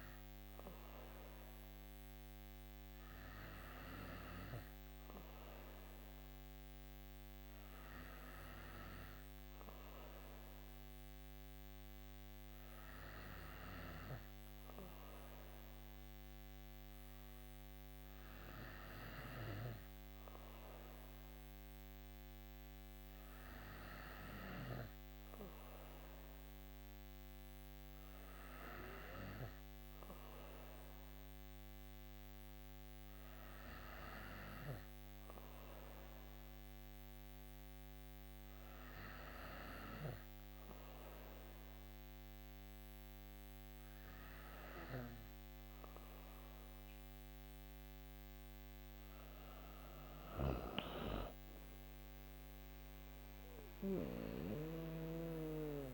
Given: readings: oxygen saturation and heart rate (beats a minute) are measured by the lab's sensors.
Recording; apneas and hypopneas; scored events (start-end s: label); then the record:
breathing in sleep by a microphone on the trachea; none
none scored
From the record:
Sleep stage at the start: N3 (deep sleep); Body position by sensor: on the right side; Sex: female